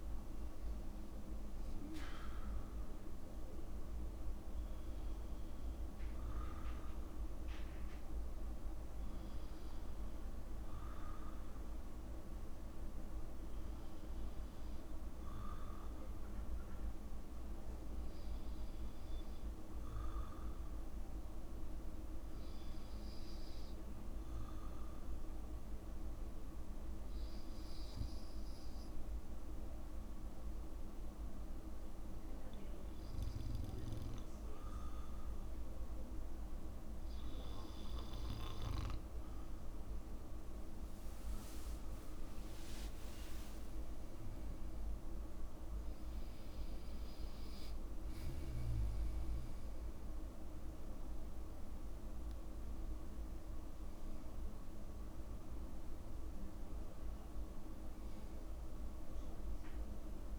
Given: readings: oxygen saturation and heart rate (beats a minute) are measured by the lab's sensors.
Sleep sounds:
breathing in sleep, hard to hear, by a room microphone; 1
15.50-40.00 s: obstructive apnea (oxygen 95% before, 91% lowest, heart rate 65 before, 63 extreme, up 9 after)
42.00-45.50 s: arousal
44.00-60.39 s: oxygen desaturation (device-marked, oxygen 94% before, 91% lowest, heart rate 66 before, 65 extreme)
From the record:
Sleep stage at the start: N2 (light sleep); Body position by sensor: on the back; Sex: male

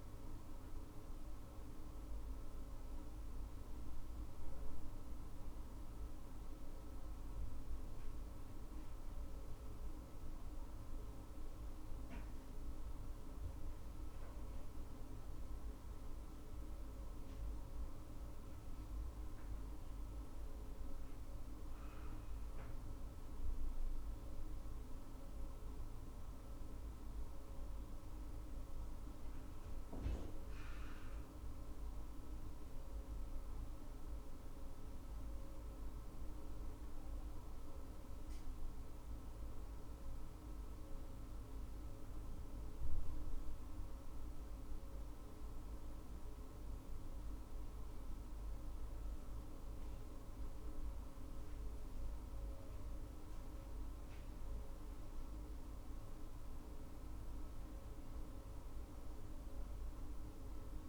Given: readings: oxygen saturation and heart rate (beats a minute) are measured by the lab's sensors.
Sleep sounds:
breathing in sleep, hard to hear, by a room microphone; none
none scored
From the record:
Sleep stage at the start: N2 (light sleep); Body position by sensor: on the back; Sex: female

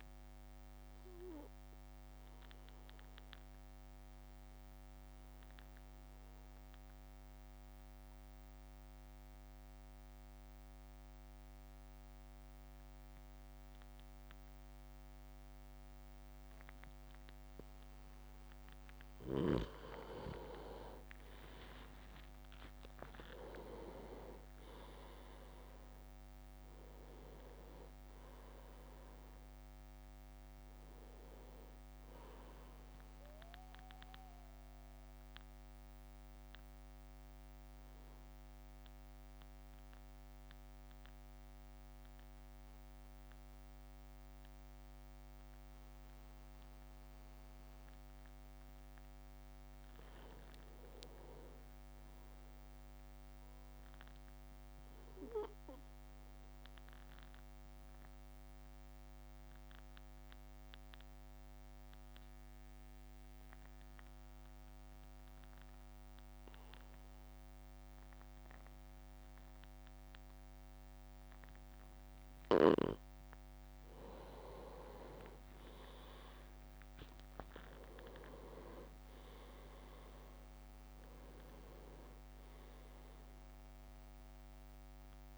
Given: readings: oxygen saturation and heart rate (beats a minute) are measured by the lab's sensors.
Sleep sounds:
breathing in sleep by a microphone on the trachea; 3
0.00-5.00 s: drop in pulse transit time (device-marked, heart rate 52 extreme)
1.50-18.50 s: obstructive apnea (oxygen 99% before, 95% lowest, heart rate 56 before, 52 extreme, up 5 after)
22.50-27.00 s: arousal
23.00-38.00 s: drop in pulse transit time (device-marked, heart rate 55 before, 53 extreme)
26.00-34.00 s: oxygen desaturation (device-marked, oxygen 98% before, 95% lowest, heart rate 56 before, 52 extreme)
35.00-48.50 s: central apnea (oxygen 98% before, 95% lowest, heart rate 58 before, 50 extreme, up 7 after)
50.50-54.50 s: arousal
51.00-52.50 s: leg movement (device-marked)
57.50-73.00 s: obstructive apnea (oxygen 100% before, 95% lowest, heart rate 55 before, 50 extreme, up 7 after)
75.00-79.50 s: arousal
78.00-85.38 s: drop in pulse transit time (device-marked, heart rate 53 before, 54 extreme)
From the record:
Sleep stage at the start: N2 (light sleep); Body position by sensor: on the back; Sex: male

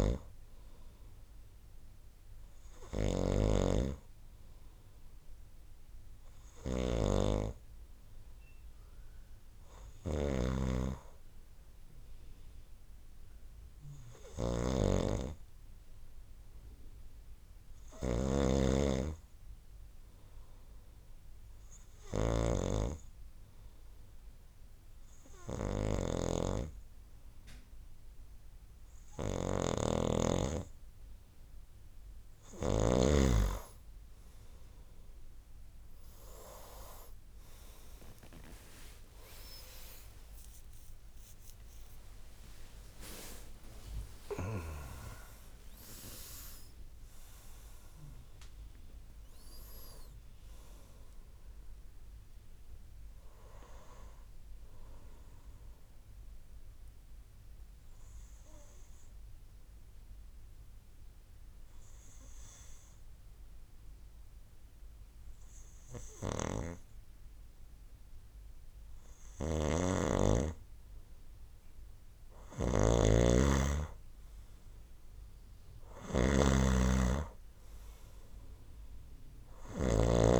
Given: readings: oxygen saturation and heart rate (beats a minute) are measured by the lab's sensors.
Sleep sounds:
breathing in sleep by a room microphone; 2
0.00-3.50 s: snoring (device-marked)
10.00-22.50 s: snoring (device-marked)
20.50-31.50 s: hypopnea (oxygen 96% before, 91% lowest, heart rate 68 before, 66 extreme, up 16 after)
29.50-33.00 s: snoring (device-marked)
38.00-44.00 s: arousal
40.00-46.00 s: tachycardia (device-marked, heart rate 70 before, 116 extreme)
40.00-64.00 s: oxygen desaturation (device-marked, oxygen 95% before, 91% lowest, heart rate 70 before, 56 extreme)
56.00-71.00 s: obstructive apnea (oxygen 95% before, 93% lowest, heart rate 93 before, 56 extreme, up 8 after)
66.00-80.40 s: snoring (device-marked)
74.50-78.00 s: arousal
79.00-80.40 s: oxygen desaturation (device-marked, oxygen 98% before, 94% lowest, heart rate 61 before, 66 extreme)
From the record:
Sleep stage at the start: N2 (light sleep); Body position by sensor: on the right side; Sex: male

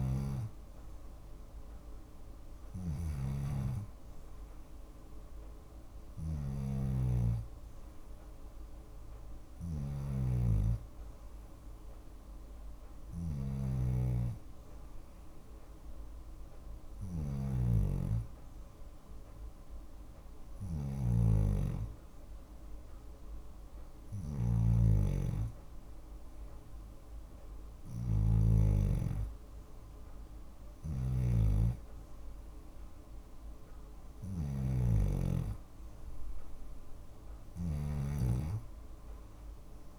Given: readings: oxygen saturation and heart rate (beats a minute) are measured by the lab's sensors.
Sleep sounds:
breathing in sleep by a room microphone; none
0.00-37.00 s: snoring (device-marked)
4.50-15.50 s: oxygen desaturation (device-marked, oxygen 97% before, 93% lowest, heart rate 56 before, 57 extreme)
From the record:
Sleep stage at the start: N2 (light sleep); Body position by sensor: on the left side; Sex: female

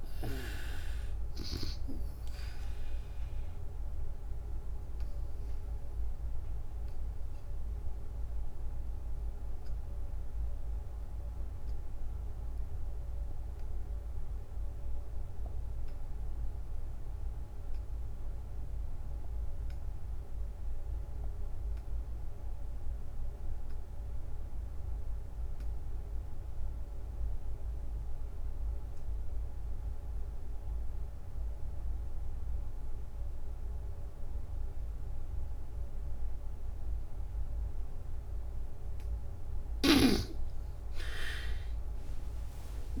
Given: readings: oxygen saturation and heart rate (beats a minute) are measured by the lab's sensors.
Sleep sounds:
breathing in sleep by a room microphone; 1
0.00-17.50 s: oxygen desaturation (device-marked, oxygen 72% lowest, heart rate 71 extreme)
3.00-37.50 s: obstructive apnea (oxygen 94% before, 58% lowest, heart rate 98 before, 71 extreme, up 51 after)
23.50-43.00 s: oxygen desaturation (device-marked, oxygen 93% before, 58% lowest, heart rate 86 before, 68 extreme)
41.00-43.00 s: arousal
From the record:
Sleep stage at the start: N2 (light sleep); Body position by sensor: on the back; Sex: female

